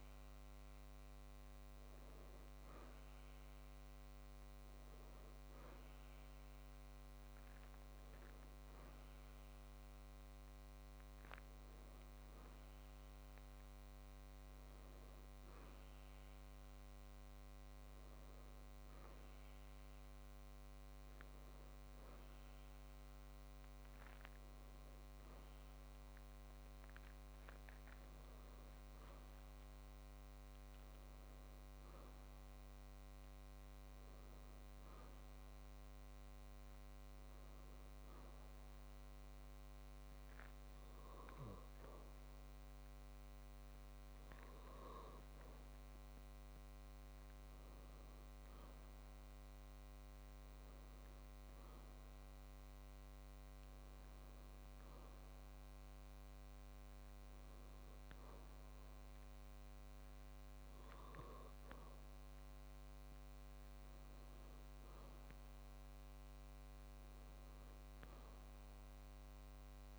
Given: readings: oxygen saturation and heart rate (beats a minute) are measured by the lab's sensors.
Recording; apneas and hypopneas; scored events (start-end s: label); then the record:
a person partly awake in a sleep study, hard to hear, by a microphone on the trachea; none
24.50-69.99 s: new sleep stage, N2 (light sleep)
66.00-69.50 s: arousal
From the record:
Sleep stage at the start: awake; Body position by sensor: on the back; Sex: male